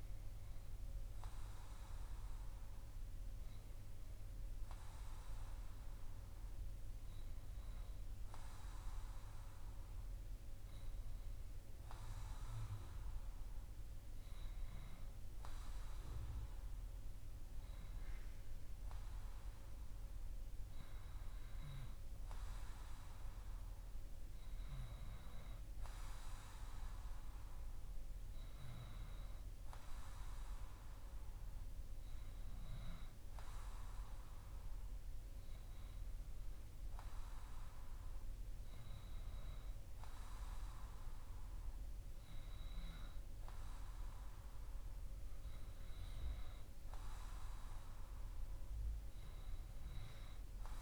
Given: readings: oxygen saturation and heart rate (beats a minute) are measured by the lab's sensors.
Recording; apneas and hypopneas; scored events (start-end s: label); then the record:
breathing in sleep, hard to hear, by a room microphone; none
none scored
From the record:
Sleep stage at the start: N2 (light sleep); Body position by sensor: on the back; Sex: male